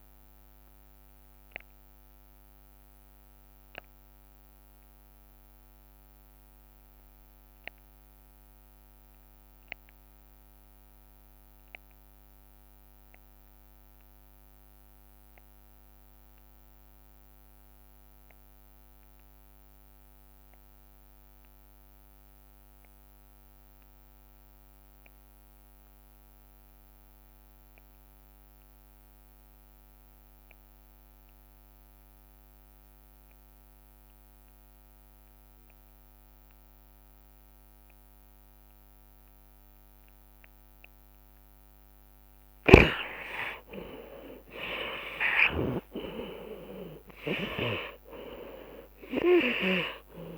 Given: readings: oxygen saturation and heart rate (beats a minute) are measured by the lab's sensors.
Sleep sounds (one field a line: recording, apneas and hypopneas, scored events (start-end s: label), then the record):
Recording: breathing in sleep by a microphone on the trachea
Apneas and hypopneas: 1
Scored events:
0.00-2.50 s: drop in pulse transit time (device-marked, heart rate 79 extreme)
0.00-35.50 s: oxygen desaturation (device-marked, oxygen 70% lowest)
2.50-42.00 s: mixed apnea (oxygen 95% before, 66% lowest)
11.50-13.50 s: long interval between heartbeats (device-marked)
42.50-50.00 s: snoring (device-marked)
43.00-45.00 s: long interval between heartbeats (device-marked)
45.00-49.00 s: arousal
45.50-47.50 s: long interval between heartbeats (device-marked)
45.50-50.38 s: oxygen desaturation (device-marked, oxygen 96% before, 90% lowest)
47.50-49.50 s: long interval between heartbeats (device-marked)
From the record:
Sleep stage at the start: REM sleep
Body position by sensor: on the left side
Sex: male